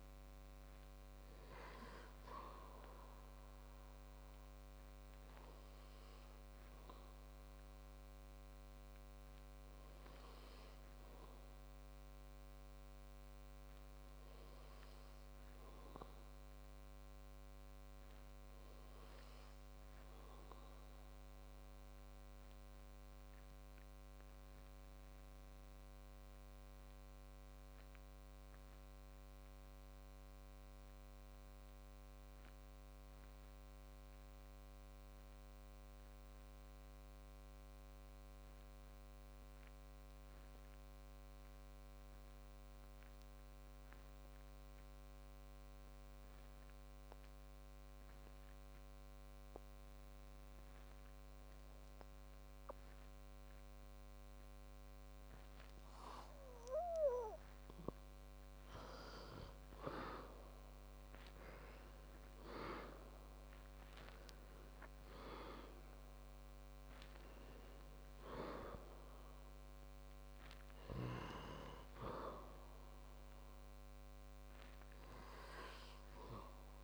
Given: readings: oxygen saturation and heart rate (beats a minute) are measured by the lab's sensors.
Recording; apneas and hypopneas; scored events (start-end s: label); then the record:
breathing in sleep by a microphone on the trachea; 1
16.00-27.00 s: oxygen desaturation (device-marked, oxygen 95% before, 91% lowest, heart rate 57 before, 50 extreme)
16.00-76.84 s: new sleep stage, N2 (light sleep)
19.00-59.00 s: obstructive apnea (oxygen 95% before, 89% lowest, heart rate 54 before, 50 extreme, up 16 after)
61.50-65.00 s: arousal
From the record:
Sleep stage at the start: REM sleep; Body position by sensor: on the back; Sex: male